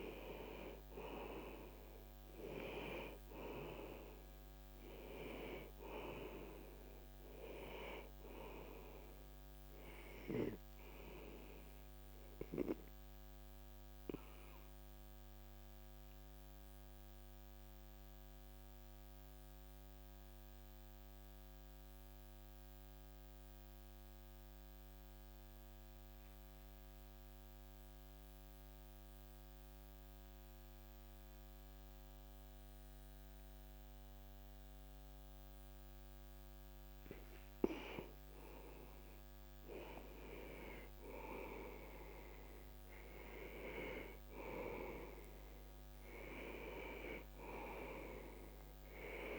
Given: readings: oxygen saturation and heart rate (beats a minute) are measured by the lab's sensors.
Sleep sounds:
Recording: breathing in sleep by a microphone on the trachea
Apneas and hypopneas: 1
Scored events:
0.00-30.00 s: oxygen desaturation (device-marked, oxygen 88% lowest)
12.00-37.50 s: obstructive apnea (oxygen 97% before, 88% lowest)
40.50-45.00 s: arousal
From the record:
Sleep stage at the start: N2 (light sleep)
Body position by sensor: on the back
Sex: male

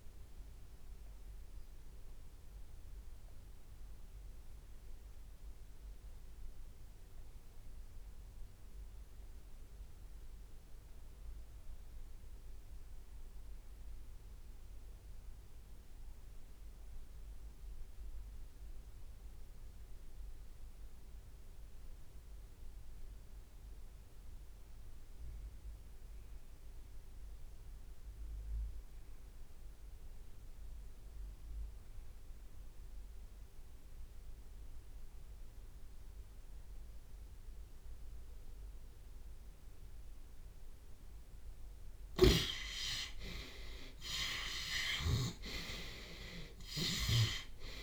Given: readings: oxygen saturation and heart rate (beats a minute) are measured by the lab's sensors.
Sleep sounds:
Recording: breathing in sleep by a room microphone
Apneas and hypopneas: 1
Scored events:
0.00-2.00 s: drop in pulse transit time (device-marked, heart rate 79 extreme)
0.00-35.00 s: oxygen desaturation (device-marked, oxygen 70% lowest)
2.00-41.50 s: mixed apnea (oxygen 95% before, 66% lowest)
11.00-13.00 s: long interval between heartbeats (device-marked)
42.00-47.83 s: snoring (device-marked)
42.50-44.50 s: long interval between heartbeats (device-marked)
44.50-47.83 s: arousal
45.00-47.00 s: long interval between heartbeats (device-marked)
45.00-47.83 s: oxygen desaturation (device-marked, oxygen 96% before, 90% lowest)
From the record:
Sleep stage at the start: REM sleep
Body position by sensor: on the left side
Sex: male

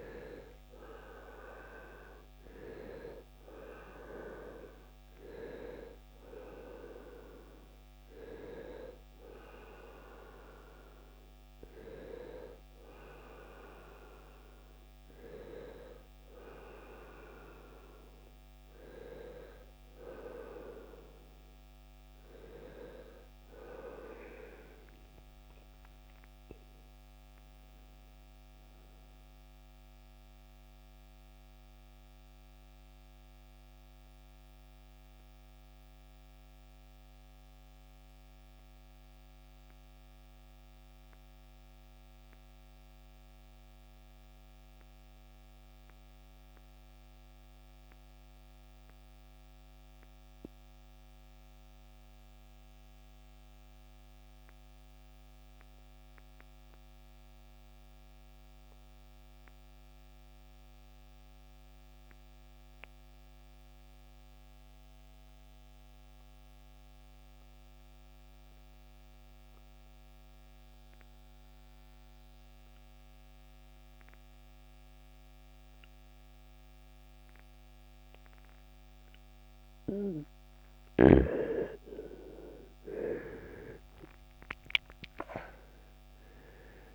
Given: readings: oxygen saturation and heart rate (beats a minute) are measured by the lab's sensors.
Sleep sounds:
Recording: breathing in sleep by a microphone on the trachea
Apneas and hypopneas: 1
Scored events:
0.00-47.50 s: oxygen desaturation (device-marked, oxygen 81% lowest, heart rate 53 extreme)
23.00-27.50 s: arousal
29.50-79.50 s: mixed apnea (oxygen 95% before, 79% lowest, heart rate 79 before, 51 extreme, up 19 after)
69.50-86.95 s: oxygen desaturation (device-marked, oxygen 98% before, 79% lowest, heart rate 64 before, 53 extreme)
82.00-86.00 s: arousal
From the record:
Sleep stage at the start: REM sleep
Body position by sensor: on the right side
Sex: male

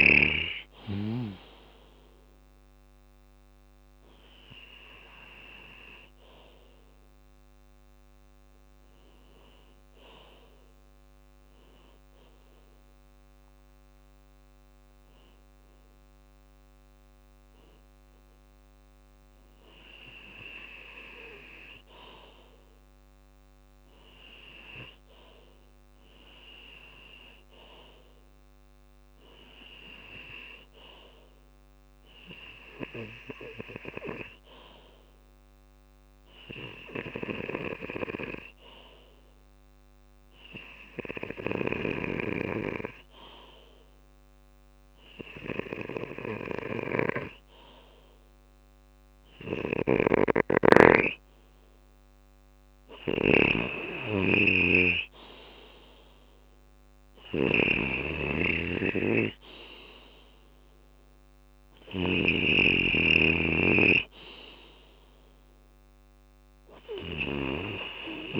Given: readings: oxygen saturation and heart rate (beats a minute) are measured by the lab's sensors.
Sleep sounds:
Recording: breathing in sleep by a microphone on the trachea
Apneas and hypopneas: 1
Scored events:
0.00-15.50 s: oxygen desaturation (device-marked, oxygen 92% lowest, heart rate 56 extreme)
3.50-5.50 s: bradycardia (device-marked, heart rate 68 before, 64 extreme)
6.50-8.50 s: bradycardia (device-marked, heart rate 68 before, 59 extreme)
8.00-48.50 s: hypopnea (oxygen 97% before, 92% lowest, heart rate 67 before, 56 extreme, up 9 after)
10.50-21.50 s: drop in pulse transit time (device-marked, heart rate 66 before, 57 extreme)
14.50-28.50 s: bradycardia (device-marked, heart rate 68 before, 56 extreme)
37.50-68.40 s: oxygen desaturation (device-marked, oxygen 97% before, 92% lowest, heart rate 58 before, 61 extreme)
49.00-61.50 s: snoring (device-marked)
51.00-54.00 s: arousal
From the record:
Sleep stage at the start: N2 (light sleep)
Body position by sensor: on the left side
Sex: male

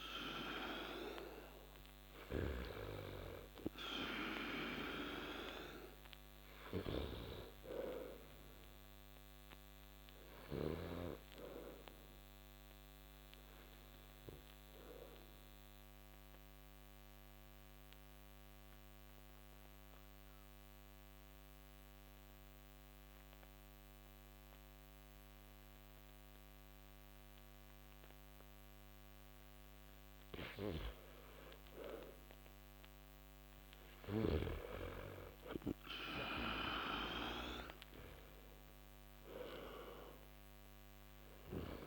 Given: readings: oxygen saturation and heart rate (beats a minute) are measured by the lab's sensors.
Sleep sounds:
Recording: breathing in sleep by a microphone on the trachea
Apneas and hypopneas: 1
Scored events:
0.00-2.00 s: arousal
7.00-26.00 s: oxygen desaturation (device-marked, oxygen 98% before, 89% lowest)
12.00-30.00 s: obstructive apnea (oxygen 98% before, 88% lowest)
32.50-36.00 s: arousal
From the record:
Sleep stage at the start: N2 (light sleep)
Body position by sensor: on the back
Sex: male

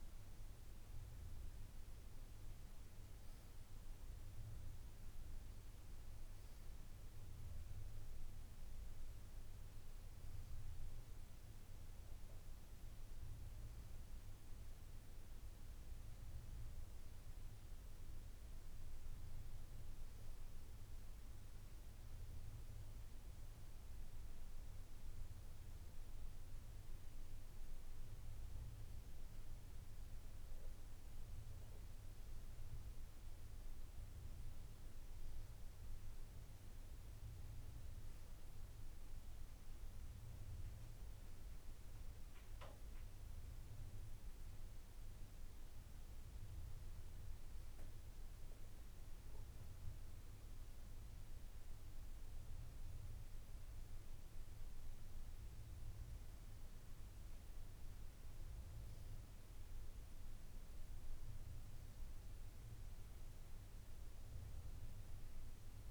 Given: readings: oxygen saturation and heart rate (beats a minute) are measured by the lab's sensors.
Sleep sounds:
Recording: breathing in sleep, hard to hear, by a room microphone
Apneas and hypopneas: none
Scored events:
55.50-65.91 s: new sleep stage, awake
From the record:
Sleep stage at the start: N1 (lightest sleep)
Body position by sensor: on the back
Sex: female

